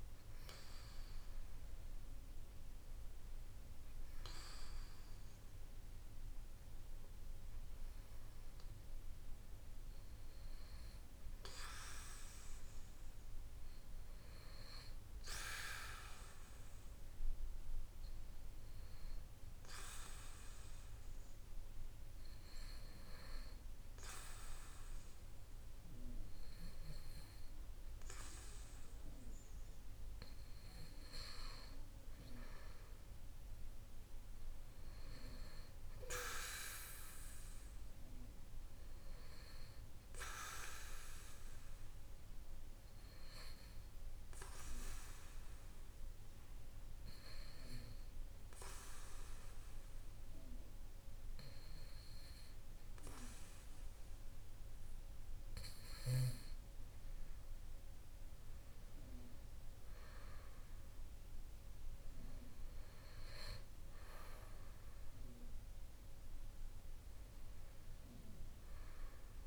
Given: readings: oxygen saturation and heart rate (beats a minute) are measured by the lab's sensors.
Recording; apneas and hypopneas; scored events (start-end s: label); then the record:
breathing in sleep by a room microphone; 2
16.50-29.50 s: hypopnea (oxygen 95% before, 90% lowest, heart rate 60 before, 57 extreme, up 1 after)
32.00-37.50 s: arousal
44.00-56.50 s: hypopnea (oxygen 94% before, 90% lowest, heart rate 60 before, 54 extreme, up 5 after)
58.00-62.00 s: arousal
68.00-69.47 s: oxygen desaturation (device-marked, oxygen 94% before, 90% lowest, heart rate 60 before, 54 extreme)
From the record:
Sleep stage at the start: N2 (light sleep); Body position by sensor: on the back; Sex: male